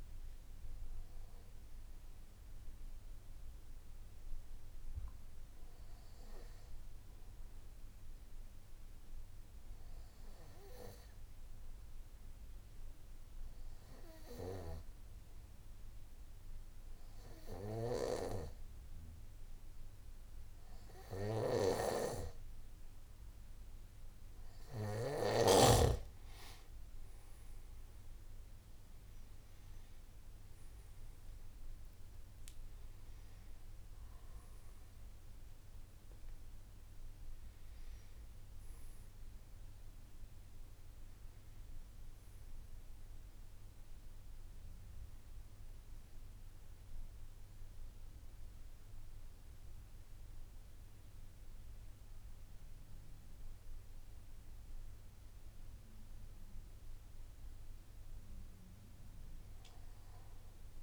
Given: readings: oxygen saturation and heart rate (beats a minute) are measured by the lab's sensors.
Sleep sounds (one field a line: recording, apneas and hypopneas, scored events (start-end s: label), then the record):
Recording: breathing in sleep by a room microphone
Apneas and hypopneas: 1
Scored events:
7.00-25.00 s: hypopnea (oxygen 98% before, 93% lowest, heart rate 55 before, 55 extreme, up 10 after)
46.00-60.83 s: new sleep stage, N2 (light sleep)
From the record:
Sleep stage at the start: N1 (lightest sleep)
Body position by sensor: on the back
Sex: male